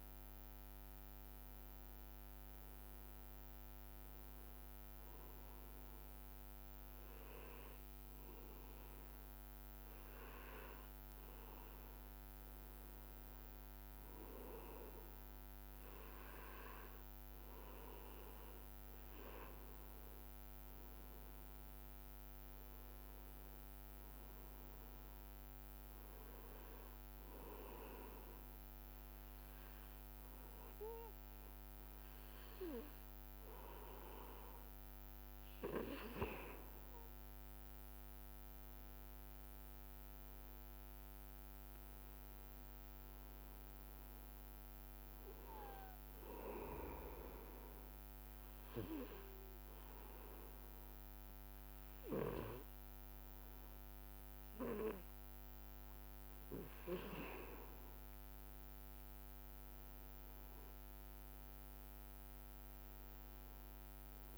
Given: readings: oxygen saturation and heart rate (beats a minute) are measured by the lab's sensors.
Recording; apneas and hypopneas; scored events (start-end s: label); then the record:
a person partly awake in a sleep study, by a microphone on the trachea; 2
3.50-33.50 s: new sleep stage, N1 (lightest sleep)
27.50-37.50 s: obstructive apnea (oxygen 98% before, 94% lowest, heart rate 63 before, 61 extreme, up 5 after)
33.50-64.38 s: new sleep stage, N2 (light sleep)
39.00-42.50 s: arousal
46.50-57.50 s: obstructive apnea (oxygen 97% before, 94% lowest, heart rate 65 before, 63 extreme, up 5 after)
59.00-63.00 s: arousal
From the record:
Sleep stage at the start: awake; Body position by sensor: on the back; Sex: male